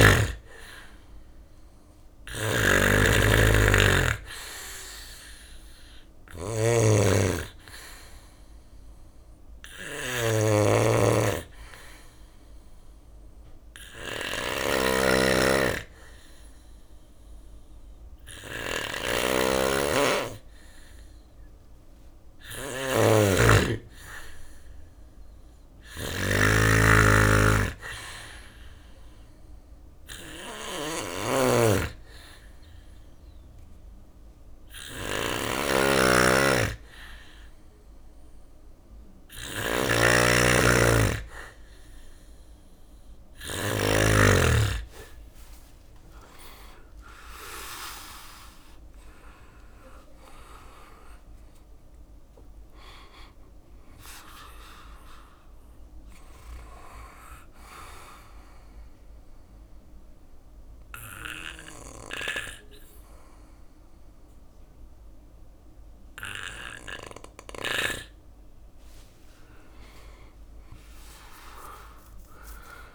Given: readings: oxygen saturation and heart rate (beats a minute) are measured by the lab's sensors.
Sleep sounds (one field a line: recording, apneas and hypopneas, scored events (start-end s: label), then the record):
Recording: breathing in sleep by a room microphone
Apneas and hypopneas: 3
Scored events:
0.00-2.00 s: arousal
0.00-7.50 s: drop in pulse transit time (device-marked, heart rate 65 extreme)
0.00-43.00 s: snoring (device-marked)
2.50-21.50 s: oxygen desaturation (device-marked, oxygen 98% before, 93% lowest, heart rate 66 before, 64 extreme)
10.00-22.00 s: obstructive apnea (oxygen 98% before, 93% lowest, heart rate 66 before, 64 extreme, up 2 after)
29.50-40.50 s: hypopnea (oxygen 96% before, 93% lowest, heart rate 66 before, 64 extreme, up 11 after)
44.50-48.00 s: arousal
47.50-59.50 s: drop in pulse transit time (device-marked, heart rate 66 before, 69 extreme)
56.50-66.50 s: obstructive apnea (oxygen 95% before, 93% lowest, heart rate 70 before, 64 extreme, up 6 after)
68.00-71.00 s: arousal
71.50-72.95 s: drop in pulse transit time (device-marked, heart rate 69 before, 66 extreme)
From the record:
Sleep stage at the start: N2 (light sleep)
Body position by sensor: on the back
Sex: male